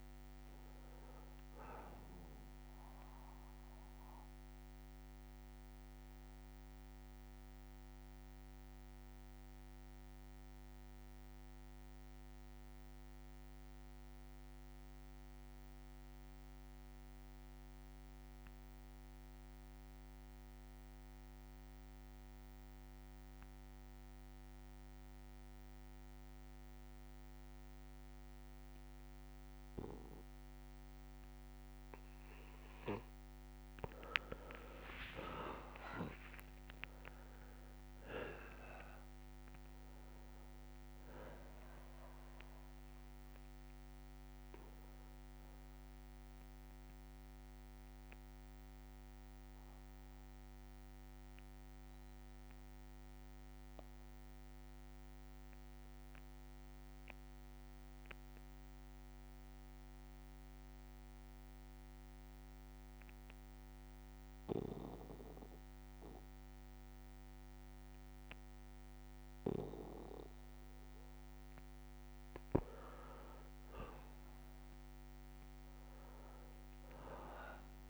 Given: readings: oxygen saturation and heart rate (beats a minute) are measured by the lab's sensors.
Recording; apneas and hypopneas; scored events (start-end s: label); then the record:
breathing in sleep by a microphone on the trachea; 2
1.50-3.50 s: long interval between heartbeats (device-marked, heart rate 69 before, 90 extreme)
2.00-7.00 s: tachycardia (device-marked, heart rate 68 before, 114 extreme)
6.00-30.00 s: obstructive apnea (oxygen 98% before, 91% lowest, heart rate 78 before, 59 extreme, up 24 after)
11.00-17.00 s: bradycardia (device-marked, heart rate 69 before, 59 extreme)
29.00-60.00 s: oxygen desaturation (device-marked, oxygen 99% before, 91% lowest, heart rate 67 before, 59 extreme)
35.00-40.50 s: arousal
35.50-37.50 s: long interval between heartbeats (device-marked, heart rate 60 before, 78 extreme)
49.50-69.50 s: obstructive apnea (oxygen 99% before, 91% lowest, heart rate 70 before, 59 extreme, up 14 after)
73.00-75.00 s: long interval between heartbeats (device-marked, heart rate 61 before, 71 extreme)
73.00-77.90 s: oxygen desaturation (device-marked, oxygen 99% before, 94% lowest, heart rate 61 before, 59 extreme)
73.50-77.50 s: arousal
From the record:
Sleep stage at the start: N2 (light sleep); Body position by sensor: on the back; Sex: male